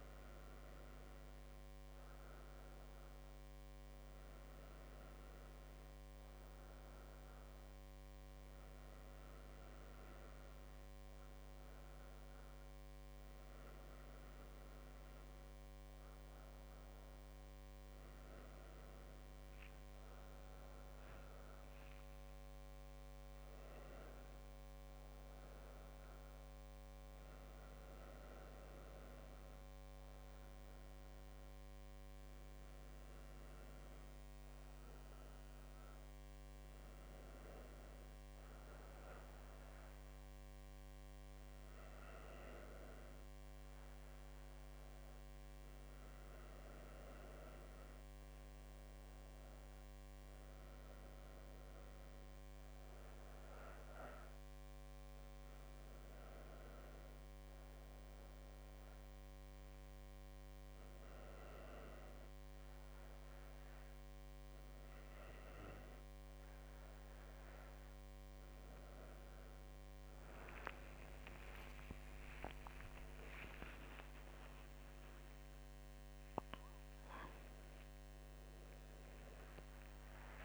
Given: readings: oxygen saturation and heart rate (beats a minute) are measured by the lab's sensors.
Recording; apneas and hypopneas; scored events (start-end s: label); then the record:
a person awake in a sleep study, by a microphone on the trachea; none
18.50-22.50 s: tachycardia (device-marked, heart rate 84 before, 103 extreme)
20.00-22.00 s: long interval between heartbeats (device-marked, heart rate 83 before, 91 extreme)
22.00-24.00 s: long interval between heartbeats (device-marked, heart rate 84 before, 103 extreme)
53.00-55.00 s: long interval between heartbeats (device-marked, heart rate 86 before, 100 extreme)
69.50-76.50 s: tachycardia (device-marked, heart rate 84 before, 106 extreme)
73.50-80.45 s: drop in pulse transit time (device-marked, heart rate 90 before, 92 extreme)
77.50-80.45 s: tachycardia (device-marked, heart rate 85 before, 109 extreme)
From the record:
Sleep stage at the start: awake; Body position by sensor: on the back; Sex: female